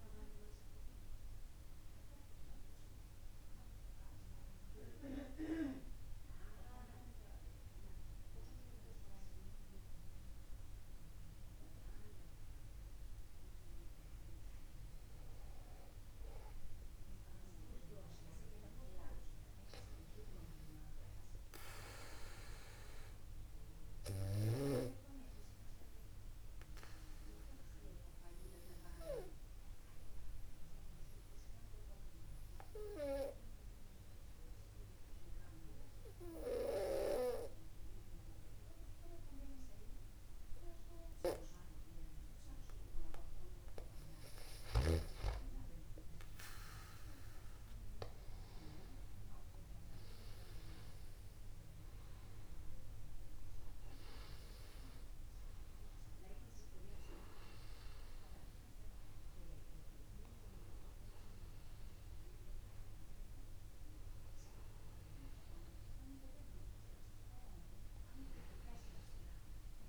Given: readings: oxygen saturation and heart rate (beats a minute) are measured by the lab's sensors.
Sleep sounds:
breathing in sleep by a room microphone; 2
0.50-13.50 s: mixed apnea (oxygen 96% before, 95% lowest, heart rate 55 before, 49 extreme, up 0 after)
16.00-19.00 s: arousal
22.00-43.00 s: obstructive apnea (oxygen 98% before, 94% lowest, heart rate 50 before, 49 extreme, up 10 after)
46.50-49.50 s: arousal
54.50-69.89 s: new sleep stage, N1 (lightest sleep)
From the record:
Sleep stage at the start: N2 (light sleep); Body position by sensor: upright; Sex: male

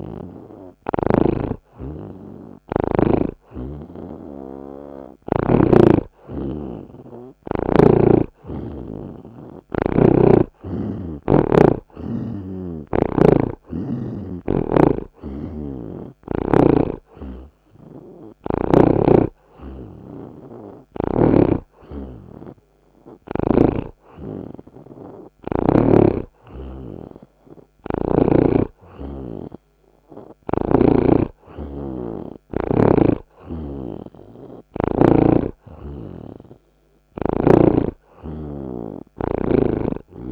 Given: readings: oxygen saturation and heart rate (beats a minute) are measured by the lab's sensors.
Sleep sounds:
breathing in sleep by a microphone on the trachea; none
0.00-6.00 s: snoring (device-marked)
3.00-13.00 s: oxygen desaturation (device-marked, oxygen 84% before, 78% lowest)
15.50-19.00 s: snoring (device-marked)
21.00-29.00 s: oxygen desaturation (device-marked, oxygen 83% before, 78% lowest)
From the record:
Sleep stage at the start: N2 (light sleep); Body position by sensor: on the right side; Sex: male

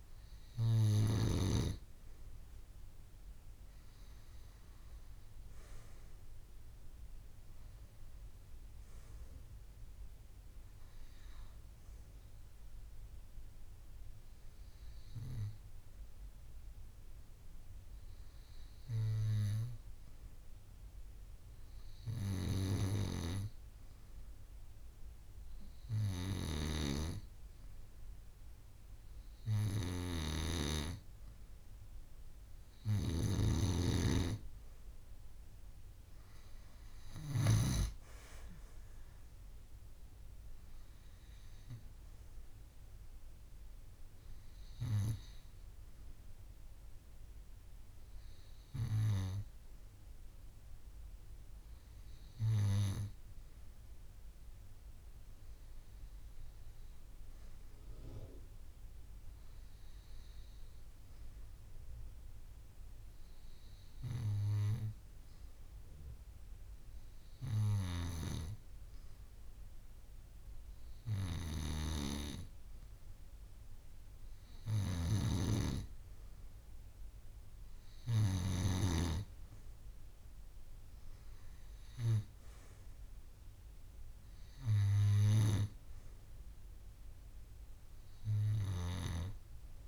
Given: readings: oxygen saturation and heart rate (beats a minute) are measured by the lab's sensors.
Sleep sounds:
breathing in sleep by a room microphone; 2
14.00-32.00 s: hypopnea (oxygen 95% before, 93% lowest)
33.50-37.00 s: arousal
46.50-72.50 s: hypopnea (oxygen 96% before, 93% lowest)
74.50-77.50 s: arousal
From the record:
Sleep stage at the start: N2 (light sleep); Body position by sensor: on the back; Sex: female

